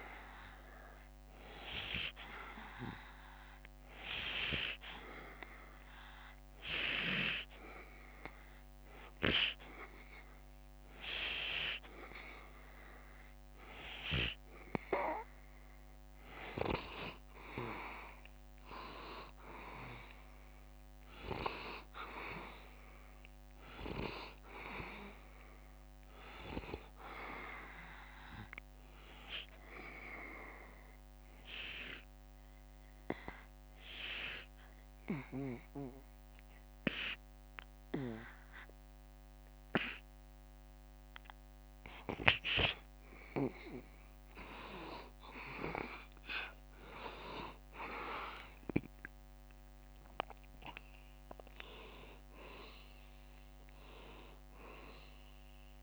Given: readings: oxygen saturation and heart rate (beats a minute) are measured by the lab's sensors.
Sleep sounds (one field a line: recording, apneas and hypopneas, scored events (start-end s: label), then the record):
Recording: breathing in sleep by a microphone on the trachea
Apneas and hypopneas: 2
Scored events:
1.50-17.00 s: hypopnea (oxygen 94% before, 89% lowest, heart rate 72 before, 71 extreme, up 0 after)
19.50-23.50 s: arousal
27.50-43.50 s: obstructive apnea (oxygen 94% before, 89% lowest, heart rate 72 before, 73 extreme, up 2 after)
48.00-52.00 s: arousal
51.00-55.83 s: oxygen desaturation (device-marked, oxygen 94% before, 89% lowest, heart rate 74 before, 70 extreme)
From the record:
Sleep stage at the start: N2 (light sleep)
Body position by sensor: on the back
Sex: male